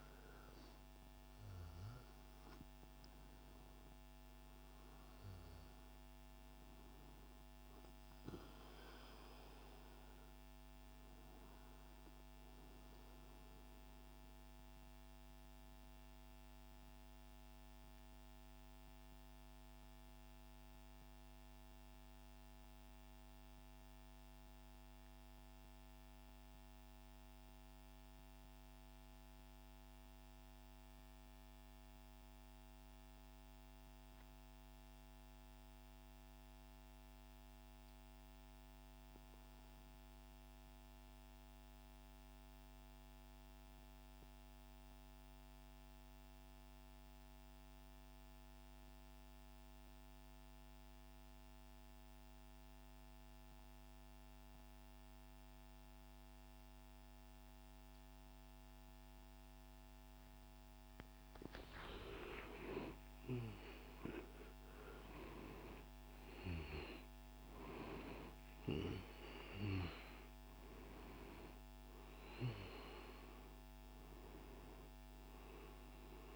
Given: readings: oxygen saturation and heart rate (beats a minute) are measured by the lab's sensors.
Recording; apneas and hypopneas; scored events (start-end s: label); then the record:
breathing in sleep by a microphone on the trachea; 1
0.00-2.00 s: arousal
0.00-21.00 s: oxygen desaturation (device-marked, oxygen 86% lowest, heart rate 79 extreme)
14.50-60.00 s: mixed apnea (oxygen 95% before, 86% lowest, heart rate 129 before, 134 extreme, up 52 after)
45.00-75.00 s: oxygen desaturation (device-marked, oxygen 98% before, 88% lowest, heart rate 171 before, 134 extreme)
61.00-66.00 s: arousal
From the record:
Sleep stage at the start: N2 (light sleep); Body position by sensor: on the right side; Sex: male